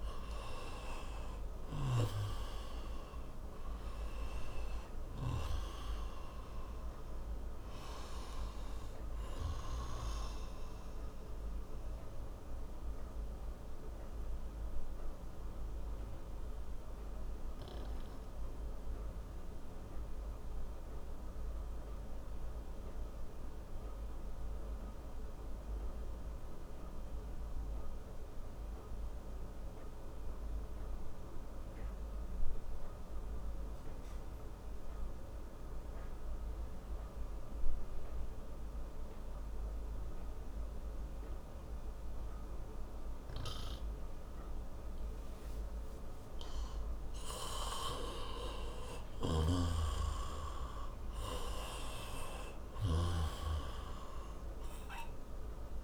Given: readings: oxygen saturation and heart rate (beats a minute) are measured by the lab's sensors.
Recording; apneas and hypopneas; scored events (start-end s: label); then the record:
breathing in sleep by a room microphone; 1
0.00-2.50 s: arousal
0.00-29.50 s: oxygen desaturation (device-marked, oxygen 84% lowest)
12.00-47.00 s: obstructive apnea (oxygen 97% before, 84% lowest)
41.50-55.84 s: oxygen desaturation (device-marked, oxygen 98% before, 87% lowest)
48.50-52.50 s: arousal
From the record:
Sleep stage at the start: N2 (light sleep); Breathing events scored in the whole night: 415 in 6.0 hours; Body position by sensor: on the back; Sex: male